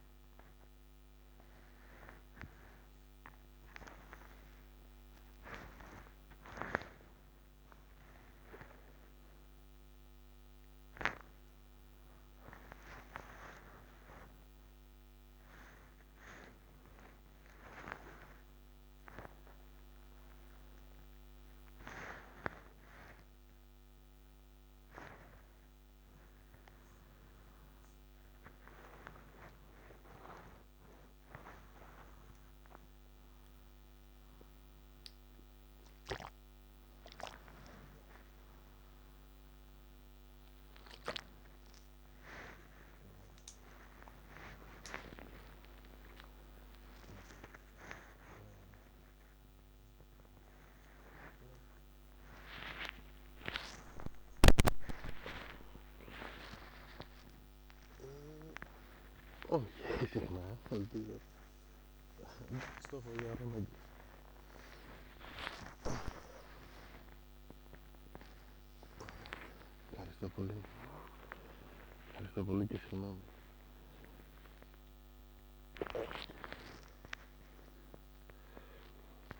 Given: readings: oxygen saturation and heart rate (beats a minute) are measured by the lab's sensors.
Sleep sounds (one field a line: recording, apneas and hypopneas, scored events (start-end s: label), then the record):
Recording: a person awake in a sleep study, by a microphone on the trachea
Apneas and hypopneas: none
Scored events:
17.00-24.00 s: oxygen desaturation (device-marked, oxygen 98% before, 95% lowest, heart rate 98 before, 82 extreme)
From the record:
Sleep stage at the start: awake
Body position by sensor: upright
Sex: male